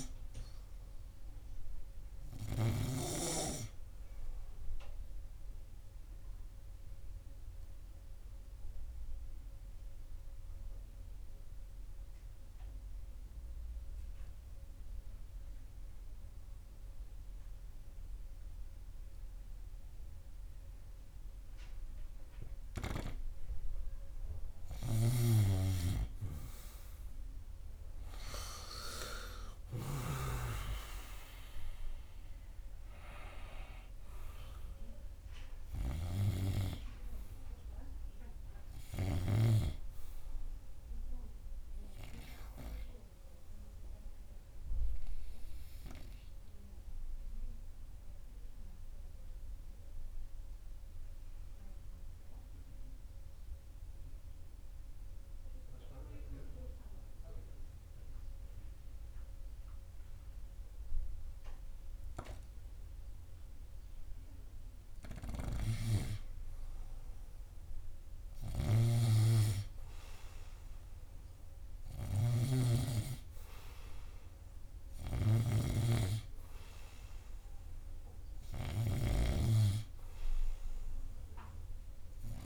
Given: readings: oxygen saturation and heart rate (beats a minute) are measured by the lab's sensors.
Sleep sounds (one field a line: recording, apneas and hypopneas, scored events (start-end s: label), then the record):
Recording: breathing in sleep by a room microphone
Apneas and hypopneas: 2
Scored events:
5.50-24.50 s: obstructive apnea (oxygen 98% before, 95% lowest, heart rate 85 before, 81 extreme, up 1 after)
26.00-29.50 s: arousal
31.50-41.50 s: oxygen desaturation (device-marked, oxygen 99% before, 95% lowest, heart rate 86 before, 81 extreme)
47.00-65.00 s: obstructive apnea (oxygen 99% before, 96% lowest, heart rate 84 before, 81 extreme, up 0 after)
66.00-82.46 s: snoring (device-marked)
66.50-71.00 s: arousal
From the record:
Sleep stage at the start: REM sleep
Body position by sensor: on the right side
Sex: male